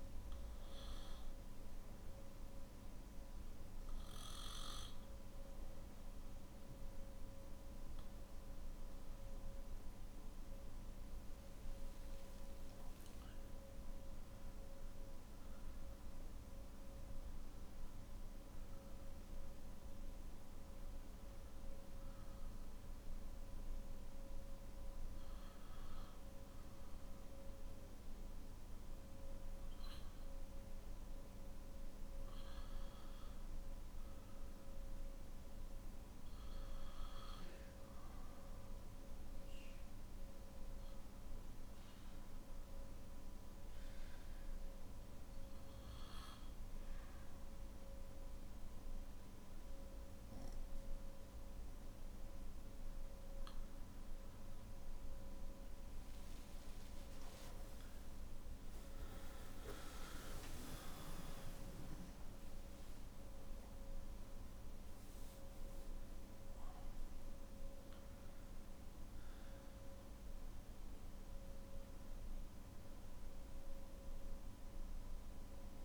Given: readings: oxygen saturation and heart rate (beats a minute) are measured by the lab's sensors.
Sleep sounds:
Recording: breathing in sleep, hard to hear, by a room microphone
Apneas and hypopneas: 1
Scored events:
40.00-55.00 s: obstructive apnea (oxygen 97% before, 95% lowest, heart rate 53 before, 51 extreme, up 11 after)
50.50-75.85 s: new sleep stage, N1 (lightest sleep)
From the record:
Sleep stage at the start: N3 (deep sleep)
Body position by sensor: on the back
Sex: male

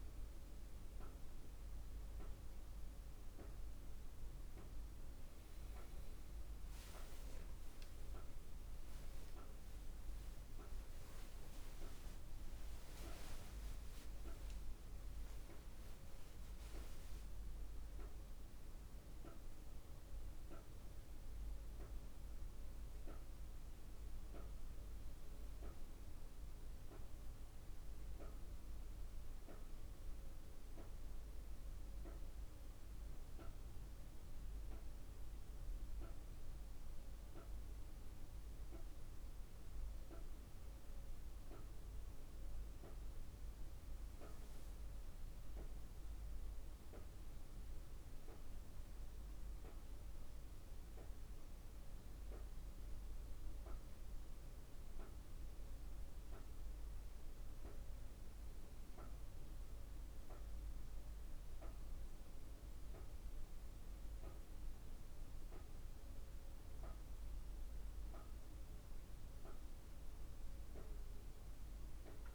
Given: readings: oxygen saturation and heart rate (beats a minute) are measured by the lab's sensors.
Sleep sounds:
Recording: breathing in sleep, hard to hear, by a room microphone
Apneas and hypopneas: none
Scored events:
none scored
From the record:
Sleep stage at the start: N1 (lightest sleep)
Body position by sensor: on the back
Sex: female

